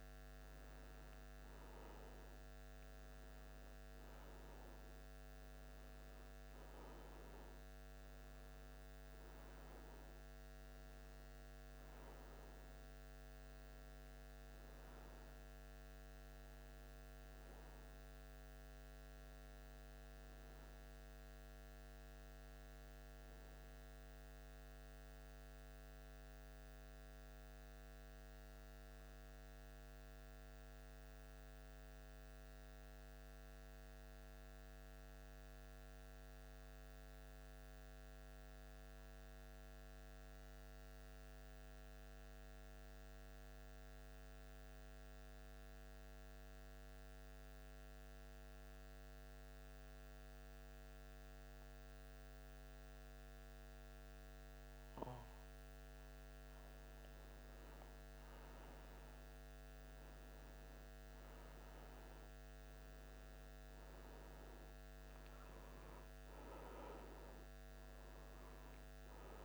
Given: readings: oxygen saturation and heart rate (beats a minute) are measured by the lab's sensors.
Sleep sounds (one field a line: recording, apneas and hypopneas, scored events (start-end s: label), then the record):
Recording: breathing in sleep, hard to hear, by a microphone on the trachea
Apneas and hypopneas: 1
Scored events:
23.00-69.45 s: new sleep stage, N2 (light sleep)
24.00-55.50 s: central apnea (oxygen 97% before, 87% lowest, heart rate 77 before, 75 extreme, up 0 after)
37.00-61.00 s: oxygen desaturation (device-marked, oxygen 95% before, 87% lowest, heart rate 76 before, 76 extreme)
59.00-64.00 s: arousal
From the record:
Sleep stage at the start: N1 (lightest sleep)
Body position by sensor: on the back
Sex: male